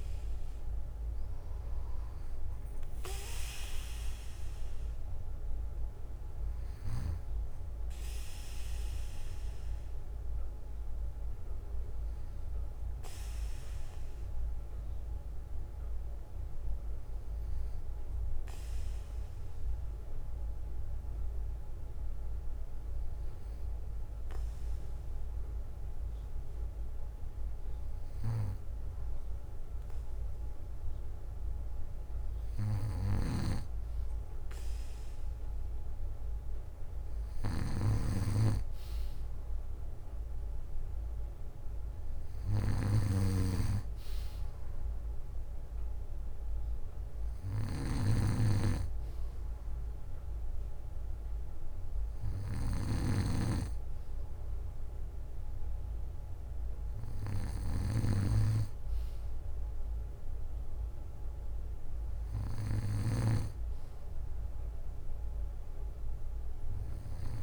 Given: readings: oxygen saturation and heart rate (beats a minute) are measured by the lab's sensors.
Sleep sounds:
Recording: breathing in sleep by a room microphone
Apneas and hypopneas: 1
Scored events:
6.50-14.50 s: bradycardia (device-marked, heart rate 59 before, 59 extreme)
10.50-27.00 s: obstructive apnea (oxygen 96% before, 94% lowest, heart rate 60 before, 56 extreme, up 5 after)
21.50-23.50 s: bradycardia (device-marked, heart rate 59 before, 60 extreme)
25.50-27.50 s: bradycardia (device-marked, heart rate 59 before, 57 extreme)
30.00-34.50 s: arousal
31.50-39.50 s: bradycardia (device-marked, heart rate 59 before, 58 extreme)
40.50-44.50 s: bradycardia (device-marked, heart rate 59 before, 58 extreme)
45.50-47.50 s: bradycardia (device-marked, heart rate 59 before, 59 extreme)
48.00-53.50 s: snoring (device-marked)
56.50-62.50 s: bradycardia (device-marked, heart rate 59 before, 59 extreme)
From the record:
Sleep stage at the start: N2 (light sleep)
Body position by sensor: on the back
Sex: male

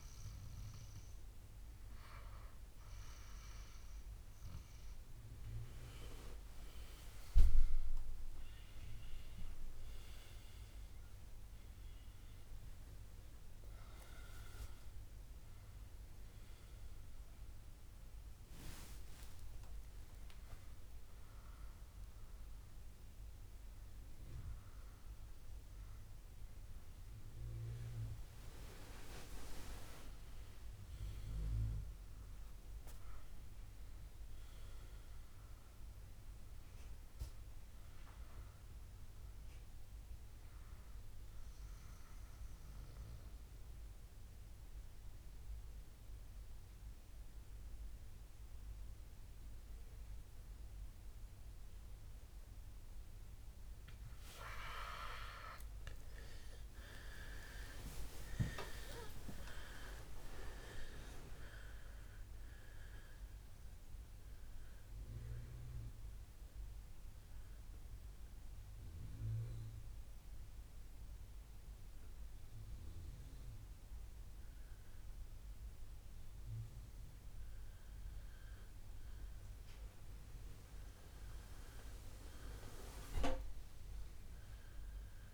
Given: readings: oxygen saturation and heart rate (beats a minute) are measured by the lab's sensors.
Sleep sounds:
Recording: breathing in sleep by a room microphone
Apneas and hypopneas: 1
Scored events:
33.50-36.50 s: arousal
40.00-42.00 s: long interval between heartbeats (device-marked, heart rate 72 before, 74 extreme)
43.00-54.50 s: obstructive apnea (oxygen 97% before, 92% lowest, heart rate 72 before, 62 extreme, up 17 after)
57.00-60.00 s: arousal
57.50-78.50 s: oxygen desaturation (device-marked, oxygen 96% before, 92% lowest, heart rate 68 before, 67 extreme)
From the record:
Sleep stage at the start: N2 (light sleep)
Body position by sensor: on the back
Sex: male

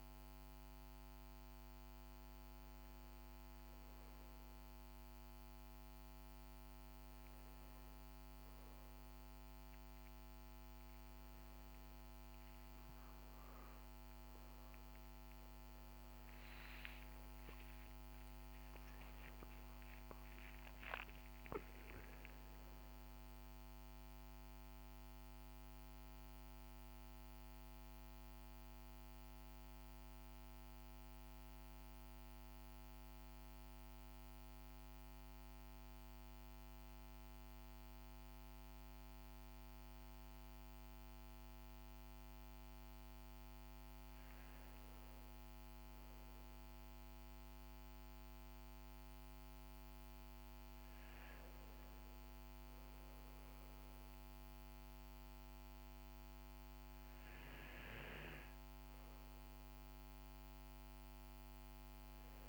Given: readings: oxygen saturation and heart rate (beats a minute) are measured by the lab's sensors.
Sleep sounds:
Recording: breathing in sleep, hard to hear, by a microphone on the trachea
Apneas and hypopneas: 1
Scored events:
17.50-23.00 s: arousal
32.50-42.50 s: mixed apnea (oxygen 96% before, 93% lowest, heart rate 74 before, 56 extreme, up 4 after)
45.50-49.50 s: arousal
47.50-62.49 s: new sleep stage, N2 (light sleep)
50.50-62.49 s: oxygen desaturation (device-marked, oxygen 97% before, 93% lowest, heart rate 60 before, 58 extreme)
From the record:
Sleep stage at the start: N1 (lightest sleep)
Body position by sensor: on the right side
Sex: male

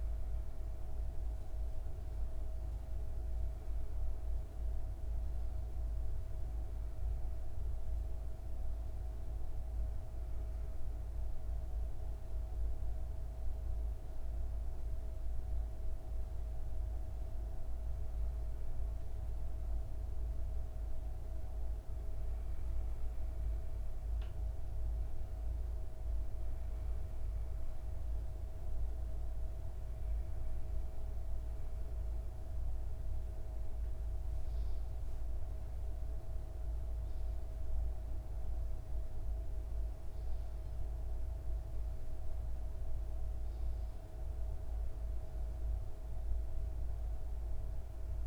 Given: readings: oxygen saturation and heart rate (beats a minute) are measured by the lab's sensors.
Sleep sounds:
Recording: breathing in sleep, hard to hear, by a room microphone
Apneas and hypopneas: 1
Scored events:
22.00-33.50 s: hypopnea (oxygen 98% before, 97% lowest, heart rate 94 before, 59 extreme)
35.50-40.50 s: arousal
From the record:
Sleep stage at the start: REM sleep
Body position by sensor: on the back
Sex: female

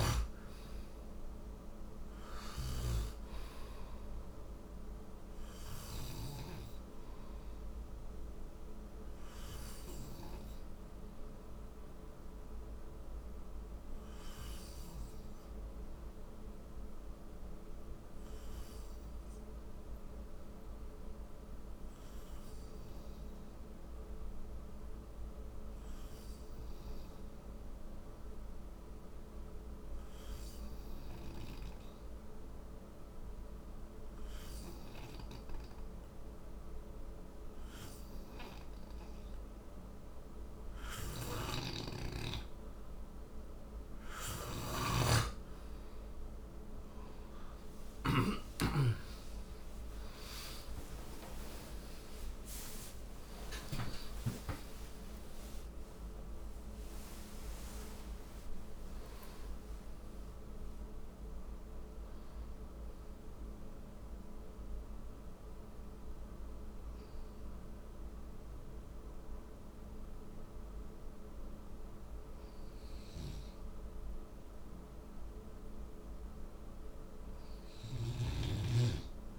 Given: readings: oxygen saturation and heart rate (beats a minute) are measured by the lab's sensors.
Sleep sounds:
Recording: breathing in sleep by a room microphone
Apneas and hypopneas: 1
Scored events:
0.00-1.50 s: arousal
0.00-6.00 s: snoring (device-marked)
0.00-23.50 s: oxygen desaturation (device-marked, oxygen 92% lowest, heart rate 55 extreme)
9.00-42.00 s: obstructive apnea (oxygen 98% before, 87% lowest, heart rate 64 before, 55 extreme, up 14 after)
39.50-61.50 s: oxygen desaturation (device-marked, oxygen 97% before, 87% lowest, heart rate 60 before, 54 extreme)
40.50-47.50 s: snoring (device-marked)
48.50-56.50 s: arousal
From the record:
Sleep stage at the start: N2 (light sleep)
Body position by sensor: on the right side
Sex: male

